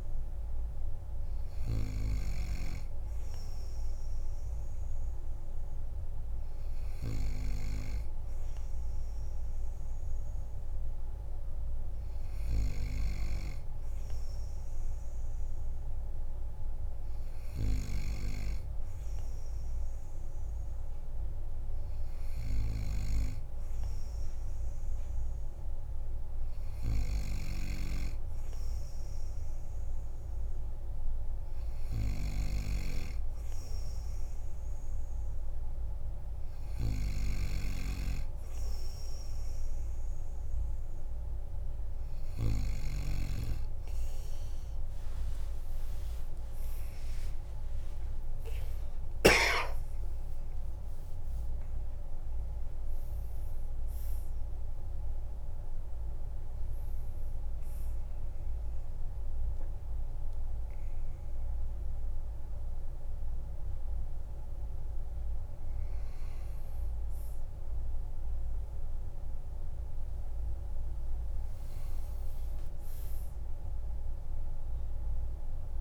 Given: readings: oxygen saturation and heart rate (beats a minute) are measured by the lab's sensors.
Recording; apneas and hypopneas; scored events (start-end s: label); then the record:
breathing in sleep by a room microphone; none
47.50-52.00 s: arousal
47.50-75.81 s: new sleep stage, N2 (light sleep)
74.50-75.81 s: arousal
From the record:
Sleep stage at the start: N3 (deep sleep); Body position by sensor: on the back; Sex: male